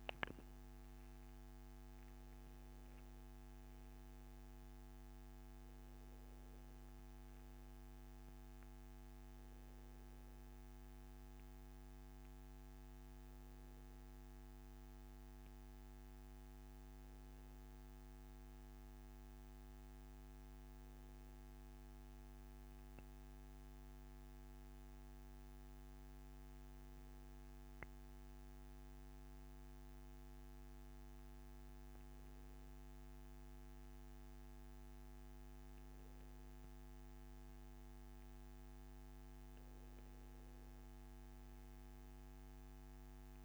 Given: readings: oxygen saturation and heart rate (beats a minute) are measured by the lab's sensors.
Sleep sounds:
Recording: breathing in sleep, hard to hear, by a microphone on the trachea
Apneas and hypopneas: 1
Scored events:
19.00-34.00 s: hypopnea (oxygen 97% before, 95% lowest, heart rate 140 before, 141 extreme, up 1 after)
From the record:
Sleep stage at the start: N1 (lightest sleep)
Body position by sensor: on the back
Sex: male

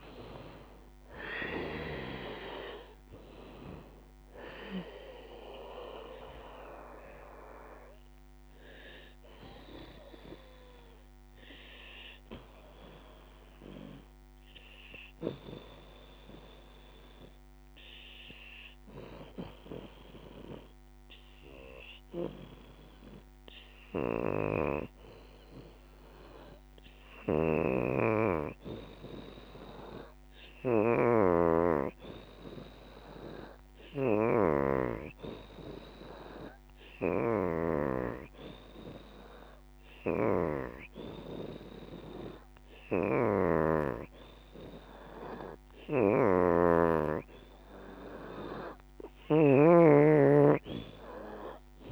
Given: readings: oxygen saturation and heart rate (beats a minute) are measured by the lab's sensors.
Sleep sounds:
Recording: breathing in sleep by a microphone on the trachea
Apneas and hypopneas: 1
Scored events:
0.00-1.50 s: arousal
0.00-10.00 s: drop in pulse transit time (device-marked, heart rate 79 extreme)
0.00-10.00 s: oxygen desaturation (device-marked, oxygen 86% lowest, heart rate 68 extreme)
7.50-47.00 s: obstructive apnea (oxygen 92% before, 85% lowest, heart rate 81 before, 68 extreme, up 15 after)
35.00-51.92 s: oxygen desaturation (device-marked, oxygen 96% before, 85% lowest, heart rate 70 before, 68 extreme)
48.00-51.92 s: drop in pulse transit time (device-marked, heart rate 73 before, 79 extreme)
49.00-51.92 s: arousal
From the record:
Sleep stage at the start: N2 (light sleep)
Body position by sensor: on the back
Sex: female

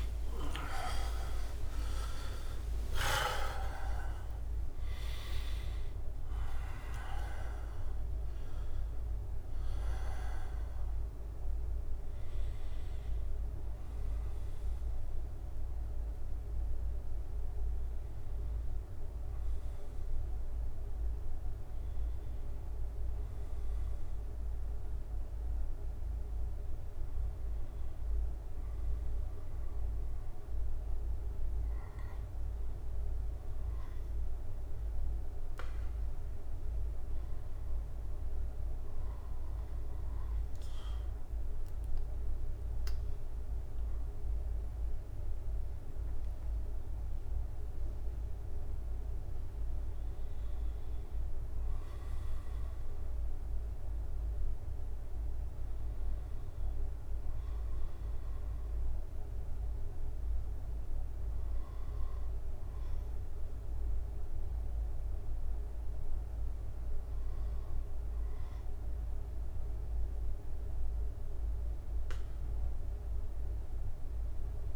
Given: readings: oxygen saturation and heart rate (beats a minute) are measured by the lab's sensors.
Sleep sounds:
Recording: breathing in sleep by a room microphone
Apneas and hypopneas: 1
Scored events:
0.00-2.50 s: arousal
0.00-24.50 s: oxygen desaturation (device-marked, oxygen 77% lowest, heart rate 67 extreme)
2.50-18.50 s: drop in pulse transit time (device-marked, heart rate 75 before, 94 extreme)
28.50-33.00 s: arousal
39.00-49.50 s: mixed apnea (oxygen 100% before, 95% lowest, heart rate 85 before, 71 extreme, up 5 after)
51.00-55.50 s: arousal
From the record:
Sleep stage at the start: N2 (light sleep)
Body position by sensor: on the back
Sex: male

